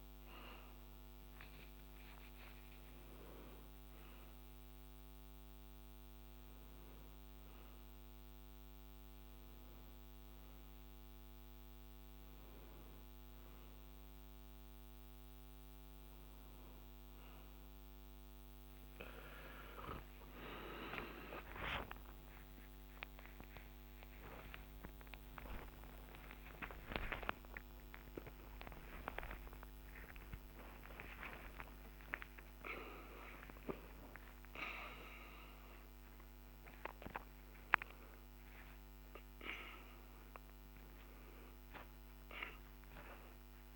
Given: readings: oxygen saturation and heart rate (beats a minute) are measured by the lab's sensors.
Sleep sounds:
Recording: a person awake in a sleep study, by a microphone on the trachea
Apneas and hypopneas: none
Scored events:
22.50-36.50 s: tachycardia (device-marked, heart rate 71 before, 122 extreme)
39.50-41.50 s: tachycardia (device-marked, heart rate 72 before, 98 extreme)
From the record:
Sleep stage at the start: awake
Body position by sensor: on the back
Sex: male

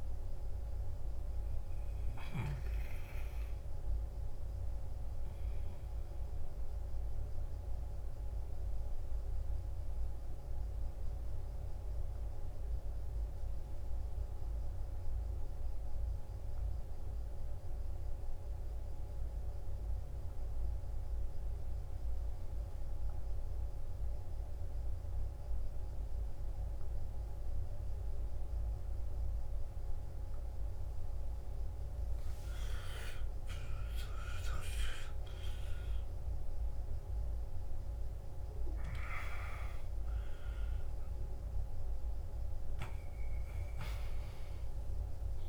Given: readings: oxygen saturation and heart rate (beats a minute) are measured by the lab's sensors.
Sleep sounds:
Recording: breathing in sleep by a room microphone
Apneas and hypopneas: 1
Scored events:
0.00-10.00 s: oxygen desaturation (device-marked, oxygen 89% lowest, heart rate 53 extreme)
7.50-32.00 s: obstructive apnea (oxygen 96% before, 91% lowest, heart rate 66 before, 53 extreme, up 16 after)
30.00-45.49 s: oxygen desaturation (device-marked, oxygen 98% before, 92% lowest, heart rate 54 before, 53 extreme)
33.00-37.00 s: arousal
From the record:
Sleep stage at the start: N2 (light sleep)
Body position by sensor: on the back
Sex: male

